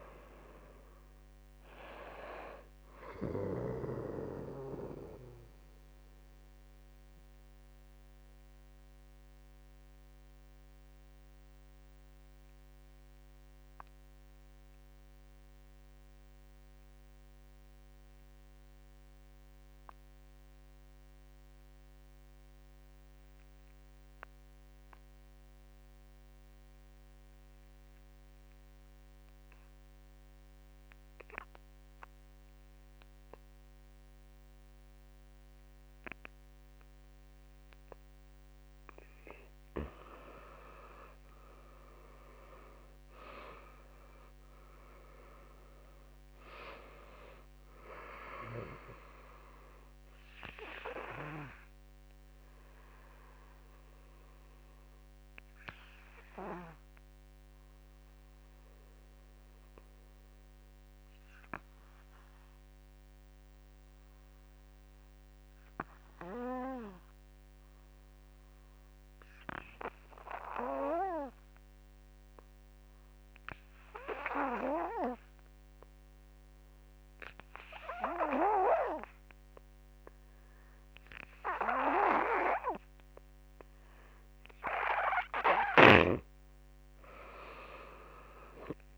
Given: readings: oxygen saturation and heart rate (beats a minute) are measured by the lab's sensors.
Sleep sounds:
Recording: breathing in sleep by a microphone on the trachea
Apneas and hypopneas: 2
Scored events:
0.00-9.00 s: oxygen desaturation (device-marked, oxygen 89% lowest, heart rate 45 extreme)
0.00-14.00 s: drop in pulse transit time (device-marked, heart rate 45 extreme)
3.50-38.00 s: mixed apnea (oxygen 97% before, 83% lowest, heart rate 64 before, 45 extreme, up 16 after)
29.00-68.00 s: oxygen desaturation (device-marked, oxygen 100% before, 84% lowest, heart rate 49 before, 48 extreme)
40.50-43.50 s: arousal
43.00-70.00 s: drop in pulse transit time (device-marked, heart rate 51 before, 50 extreme)
50.00-84.50 s: obstructive apnea (oxygen 99% before, 83% lowest, heart rate 56 before, 47 extreme, up 21 after)
79.00-88.97 s: oxygen desaturation (device-marked, oxygen 97% before, 83% lowest, heart rate 53 before, 44 extreme)
87.00-88.97 s: arousal
From the record:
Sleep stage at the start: N2 (light sleep)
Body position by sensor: on the back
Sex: male

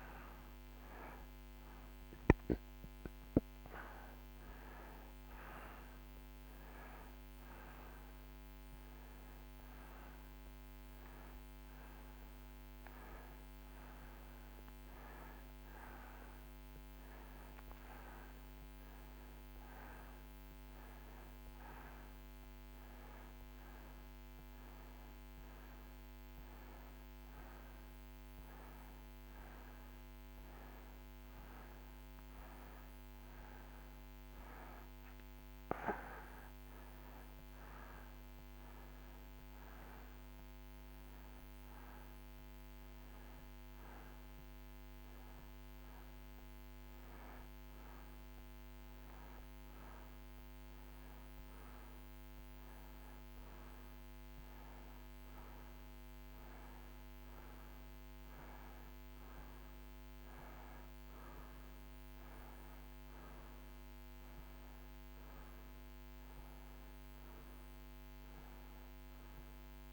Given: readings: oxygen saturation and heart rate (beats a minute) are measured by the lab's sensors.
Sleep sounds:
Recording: a person partly awake in a sleep study, hard to hear, by a microphone on the trachea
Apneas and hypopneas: none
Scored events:
15.00-69.93 s: new sleep stage, N2 (light sleep)
From the record:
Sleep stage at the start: awake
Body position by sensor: on the right side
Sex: male

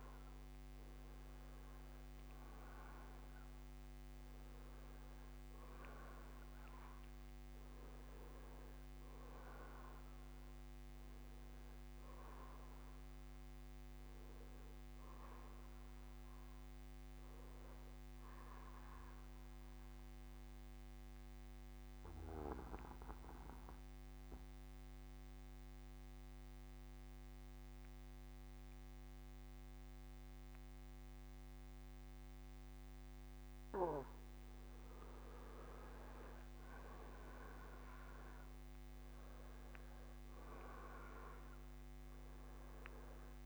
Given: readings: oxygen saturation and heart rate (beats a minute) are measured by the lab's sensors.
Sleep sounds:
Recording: breathing in sleep, hard to hear, by a microphone on the trachea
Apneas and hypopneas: 1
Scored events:
0.00-1.00 s: arousal
0.00-20.50 s: oxygen desaturation (device-marked, oxygen 88% lowest, heart rate 45 extreme)
4.50-20.50 s: bradycardia (device-marked, heart rate 65 before, 45 extreme)
19.00-34.00 s: mixed apnea (oxygen 92% before, 85% lowest, heart rate 58 before, 46 extreme, up 0 after)
32.50-40.50 s: bradycardia (device-marked, heart rate 65 before, 46 extreme)
38.50-43.46 s: oxygen desaturation (device-marked, oxygen 94% before, 87% lowest, heart rate 60 before, 45 extreme)
39.50-43.46 s: arousal
From the record:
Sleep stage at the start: N2 (light sleep)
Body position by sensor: on the back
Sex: male

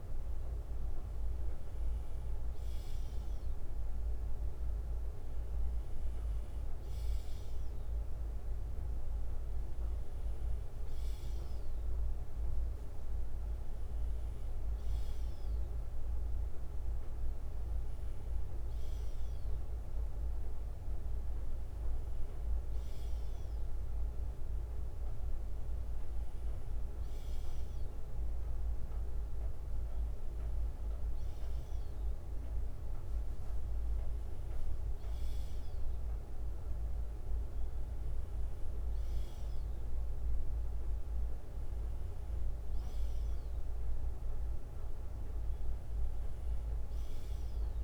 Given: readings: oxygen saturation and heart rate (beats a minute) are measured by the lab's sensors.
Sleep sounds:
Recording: breathing in sleep, hard to hear, by a room microphone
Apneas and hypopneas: none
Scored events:
2.50-4.50 s: bradycardia (device-marked, heart rate 61 before, 59 extreme)
5.50-9.50 s: bradycardia (device-marked, heart rate 61 before, 59 extreme)
16.50-27.50 s: bradycardia (device-marked, heart rate 61 before, 56 extreme)
40.50-44.50 s: bradycardia (device-marked, heart rate 61 before, 59 extreme)
From the record:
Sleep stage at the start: N2 (light sleep)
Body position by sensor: on the left side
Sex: male

